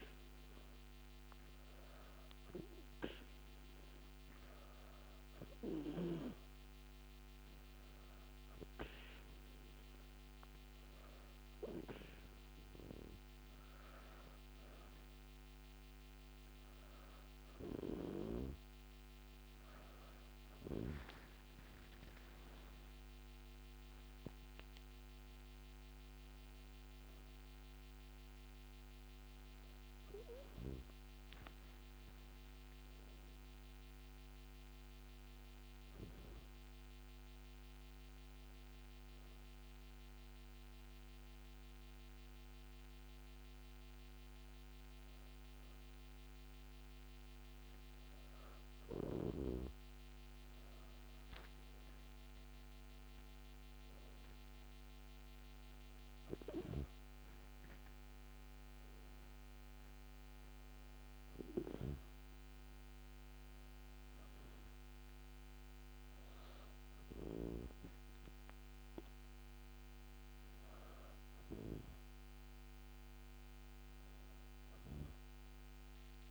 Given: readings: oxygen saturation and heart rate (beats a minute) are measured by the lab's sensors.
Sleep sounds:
breathing in sleep by a microphone on the trachea; 1
22.00-26.00 s: arousal
39.00-49.50 s: hypopnea (oxygen 97% before, 94% lowest, heart rate 106 before, 73 extreme)
52.00-55.00 s: arousal
From the record:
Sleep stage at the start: N2 (light sleep); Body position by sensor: on the back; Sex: female

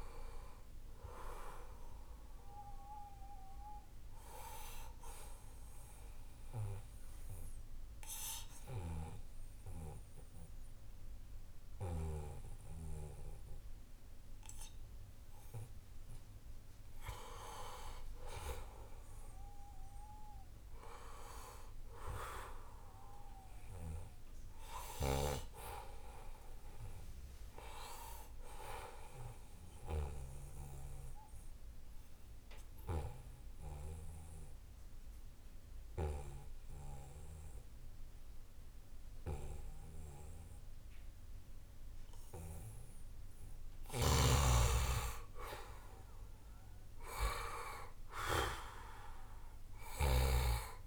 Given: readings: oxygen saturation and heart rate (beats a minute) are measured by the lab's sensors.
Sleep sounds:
breathing in sleep by a room microphone; 2
0.00-16.50 s: oxygen desaturation (device-marked, oxygen 88% lowest, heart rate 71 extreme)
6.00-17.00 s: obstructive apnea (oxygen 97% before, 88% lowest, heart rate 75 before, 76 extreme, up 1 after)
18.00-22.50 s: arousal
29.00-41.50 s: obstructive apnea (oxygen 97% before, 89% lowest, heart rate 78 before, 74 extreme, up 0 after)
44.00-48.00 s: arousal
46.50-50.87 s: oxygen desaturation (device-marked, oxygen 96% before, 92% lowest, heart rate 80 before, 70 extreme)
From the record:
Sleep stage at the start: N2 (light sleep); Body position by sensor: on the right side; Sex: male

